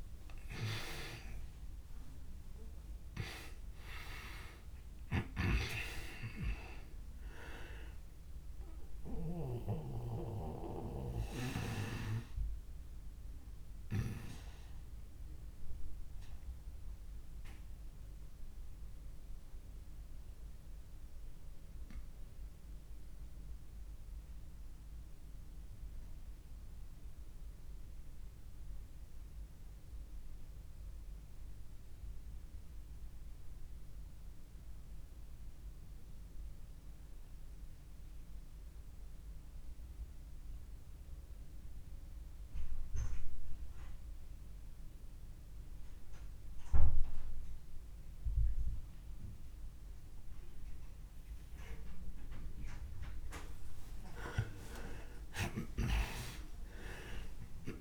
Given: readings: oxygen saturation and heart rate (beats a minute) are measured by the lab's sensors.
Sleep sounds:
breathing in sleep by a room microphone; 1
0.00-2.00 s: arousal
0.00-33.00 s: oxygen desaturation (device-marked, oxygen 81% lowest)
10.00-52.50 s: obstructive apnea (oxygen 97% before, 81% lowest)
50.00-57.81 s: oxygen desaturation (device-marked, oxygen 98% before, 84% lowest)
55.00-57.81 s: arousal
From the record:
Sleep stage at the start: N2 (light sleep); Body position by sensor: on the back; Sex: male

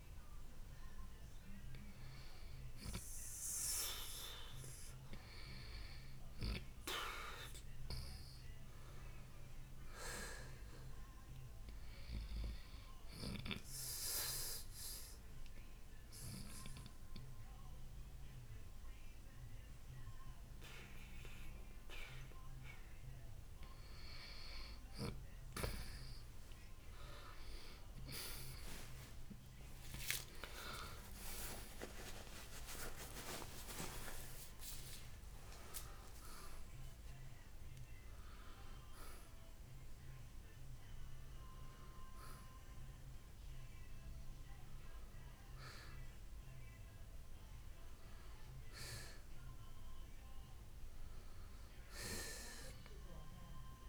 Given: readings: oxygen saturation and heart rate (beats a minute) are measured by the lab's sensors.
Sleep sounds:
breathing in sleep by a room microphone; 1
0.50-5.00 s: arousal
12.00-23.00 s: hypopnea (oxygen 90% before, 87% lowest, heart rate 64 before, 56 extreme, up 6 after)
31.00-37.50 s: arousal
52.00-53.89 s: oxygen desaturation (device-marked, oxygen 90% before, 87% lowest, heart rate 75 before, 60 extreme)
From the record:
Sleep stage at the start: N2 (light sleep); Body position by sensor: on the right side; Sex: male

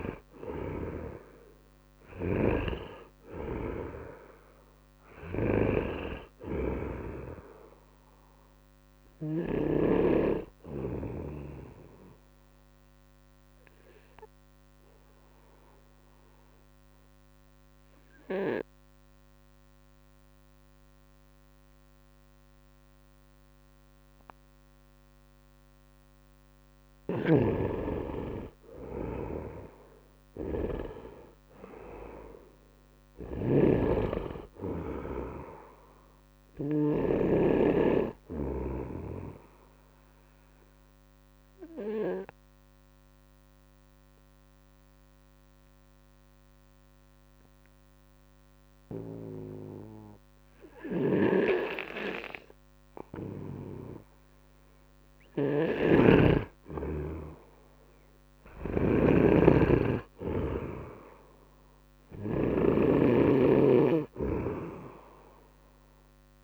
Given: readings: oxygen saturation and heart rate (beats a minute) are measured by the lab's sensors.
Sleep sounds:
breathing in sleep by a microphone on the trachea; 2
0.00-1.50 s: arousal
0.00-2.00 s: oxygen desaturation (device-marked, oxygen 90% lowest, heart rate 69 extreme)
11.00-30.00 s: oxygen desaturation (device-marked, oxygen 98% before, 91% lowest, heart rate 74 before, 69 extreme)
11.50-25.50 s: obstructive apnea (oxygen 98% before, 90% lowest, heart rate 74 before, 69 extreme, up 5 after)
26.50-37.00 s: snoring (device-marked)
28.50-31.50 s: arousal
38.00-53.00 s: obstructive apnea (oxygen 98% before, 90% lowest, heart rate 72 before, 70 extreme, up 4 after)
45.00-60.00 s: oxygen desaturation (device-marked, oxygen 97% before, 90% lowest, heart rate 73 before, 71 extreme)
55.00-62.50 s: snoring (device-marked)
56.00-60.00 s: arousal
From the record:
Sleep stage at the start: N2 (light sleep); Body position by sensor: on the right side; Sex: male

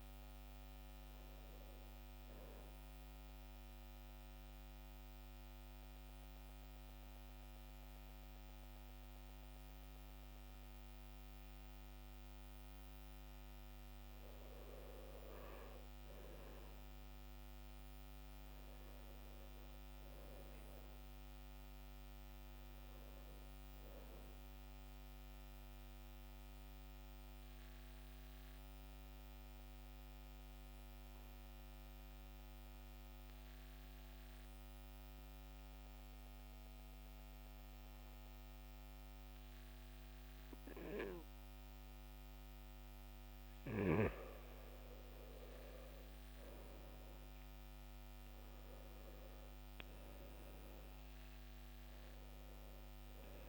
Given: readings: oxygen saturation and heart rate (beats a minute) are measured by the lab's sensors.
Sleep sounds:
breathing in sleep, hard to hear, by a microphone on the trachea; 2
4.00-14.00 s: obstructive apnea (oxygen 95% before, 91% lowest, heart rate 72 before, 61 extreme, up 5 after)
6.00-20.00 s: oxygen desaturation (device-marked, oxygen 94% before, 91% lowest, heart rate 71 before, 61 extreme)
16.50-21.50 s: arousal
26.00-43.00 s: obstructive apnea (oxygen 97% before, 91% lowest, heart rate 66 before, 61 extreme, up 9 after)
46.50-50.50 s: arousal
51.00-53.48 s: oxygen desaturation (device-marked, oxygen 97% before, 91% lowest, heart rate 64 before, 62 extreme)
From the record:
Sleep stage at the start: N2 (light sleep); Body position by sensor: on the back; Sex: male

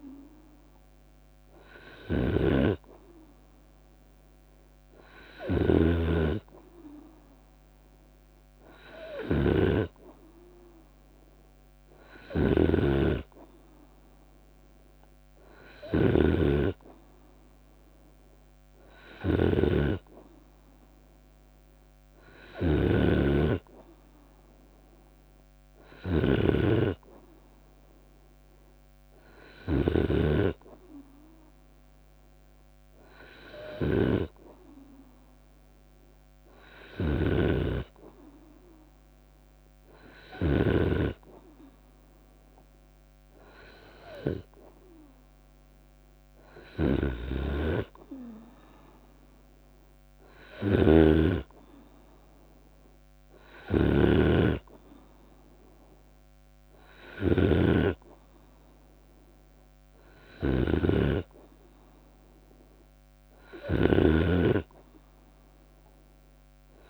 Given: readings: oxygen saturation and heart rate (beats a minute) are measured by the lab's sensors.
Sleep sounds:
breathing in sleep by a microphone on the trachea; none
0.00-5.00 s: snoring (device-marked)
11.50-29.50 s: snoring (device-marked)
36.00-40.00 s: snoring (device-marked)
46.00-66.90 s: snoring (device-marked)
59.00-61.00 s: long interval between heartbeats (device-marked, heart rate 78 before, 71 extreme)
63.50-65.50 s: long interval between heartbeats (device-marked, heart rate 77 before, 74 extreme)
From the record:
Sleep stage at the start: N2 (light sleep); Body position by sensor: on the right side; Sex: male

